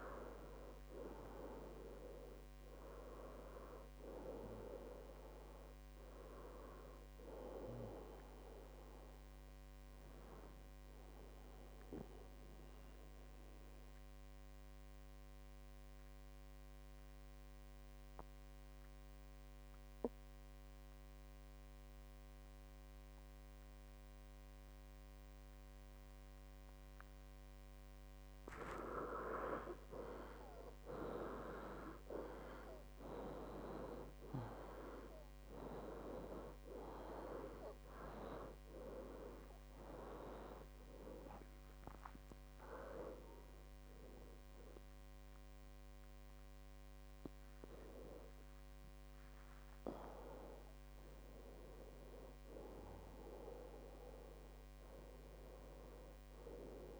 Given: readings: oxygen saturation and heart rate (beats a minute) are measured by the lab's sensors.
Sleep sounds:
breathing in sleep by a microphone on the trachea; 1
0.00-8.00 s: oxygen desaturation (device-marked, oxygen 95% lowest, heart rate 60 extreme)
9.50-27.50 s: obstructive apnea (oxygen 98% before, 93% lowest, heart rate 77 before, 60 extreme, up 19 after)
29.50-33.00 s: arousal
34.00-57.00 s: oxygen desaturation (device-marked, oxygen 98% before, 93% lowest, heart rate 63 before, 60 extreme)
40.00-46.00 s: tachycardia (device-marked, heart rate 71 before, 122 extreme)
43.00-45.00 s: long interval between heartbeats (device-marked, heart rate 72 before, 121 extreme)
52.50-57.00 s: arousal
From the record:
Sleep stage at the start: N2 (light sleep); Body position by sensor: on the back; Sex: male

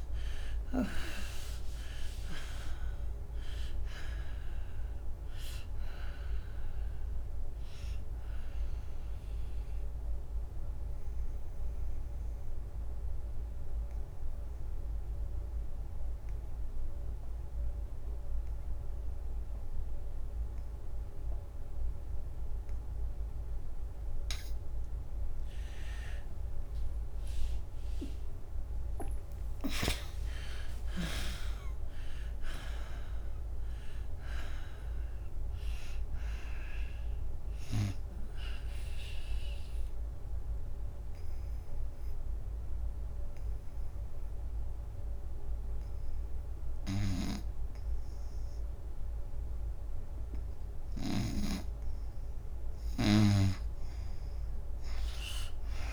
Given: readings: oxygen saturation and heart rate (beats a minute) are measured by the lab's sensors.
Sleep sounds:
breathing in sleep by a room microphone; 2
3.00-15.00 s: oxygen desaturation (device-marked, oxygen 95% before, 77% lowest, heart rate 78 before, 67 extreme)
9.50-23.50 s: obstructive apnea (oxygen 99% before, 77% lowest, heart rate 87 before, 67 extreme, up 21 after)
25.50-30.00 s: arousal
32.00-46.00 s: oxygen desaturation (device-marked, oxygen 98% before, 81% lowest, heart rate 77 before, 73 extreme)
38.50-51.50 s: obstructive apnea (oxygen 99% before, 77% lowest, heart rate 84 before, 73 extreme, up 10 after)
53.00-55.93 s: arousal
From the record:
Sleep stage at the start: N2 (light sleep); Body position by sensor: on the right side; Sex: female

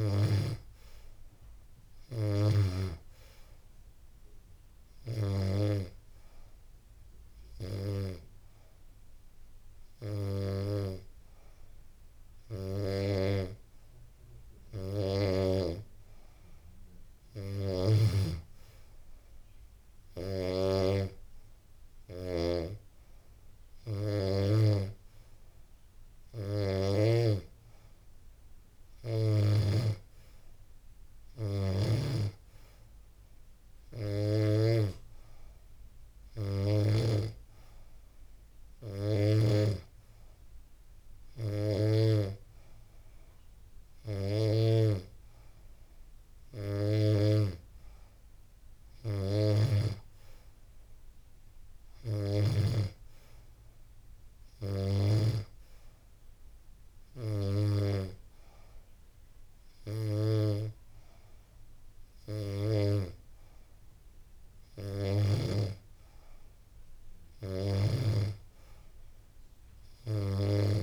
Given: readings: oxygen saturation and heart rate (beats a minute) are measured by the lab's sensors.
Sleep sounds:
breathing in sleep by a room microphone; 1
0.00-7.50 s: oxygen desaturation (device-marked, oxygen 91% lowest, heart rate 83 extreme)
5.00-15.50 s: hypopnea (oxygen 95% before, 92% lowest, heart rate 88 before, 83 extreme, up 3 after)
21.00-25.00 s: arousal
From the record:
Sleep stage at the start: N2 (light sleep); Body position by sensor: on the back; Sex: female

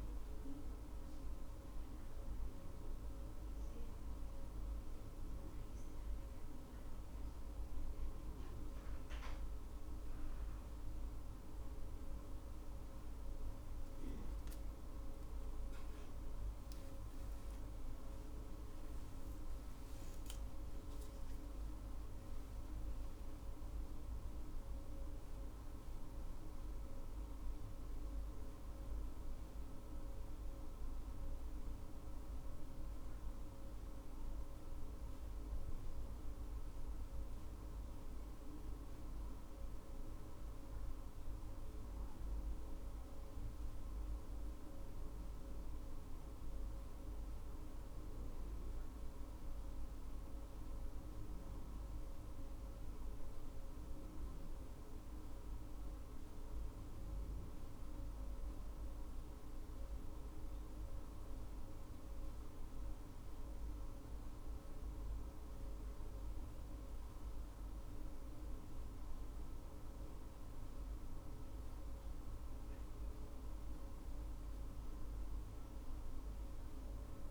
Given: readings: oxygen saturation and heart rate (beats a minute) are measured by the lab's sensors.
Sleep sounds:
a person partly awake in a sleep study, hard to hear, by a room microphone; none
27.50-77.31 s: new sleep stage, N1 (lightest sleep)
From the record:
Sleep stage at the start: awake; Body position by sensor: on the front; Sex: female

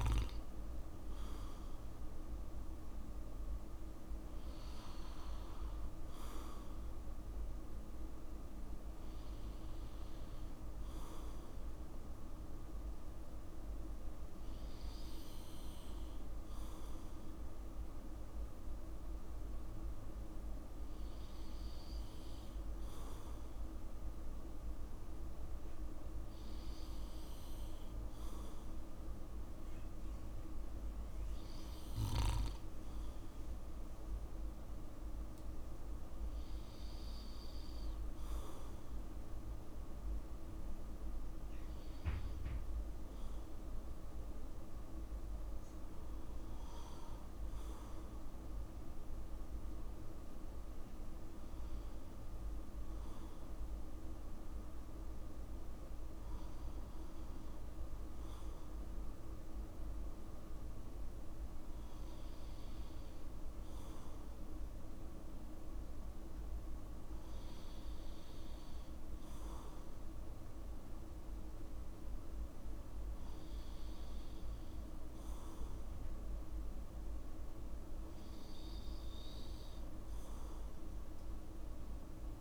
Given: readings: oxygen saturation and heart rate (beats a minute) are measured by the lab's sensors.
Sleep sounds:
breathing in sleep, hard to hear, by a room microphone; none
none scored
From the record:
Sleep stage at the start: N2 (light sleep); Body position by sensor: on the back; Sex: male

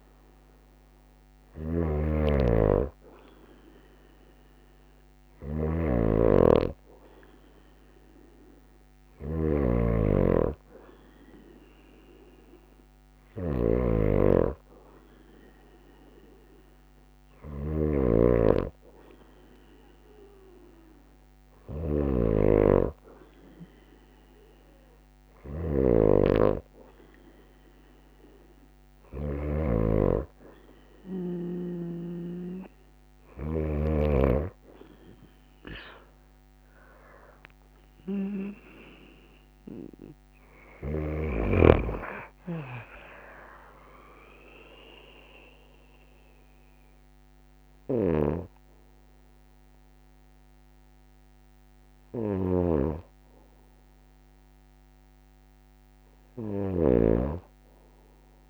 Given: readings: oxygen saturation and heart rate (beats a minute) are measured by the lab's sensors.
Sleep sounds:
breathing in sleep by a microphone on the trachea; none
0.00-9.00 s: snoring (device-marked)
39.00-43.00 s: arousal
56.00-58.50 s: snoring (device-marked)
From the record:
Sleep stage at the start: N2 (light sleep); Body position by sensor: on the right side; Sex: female

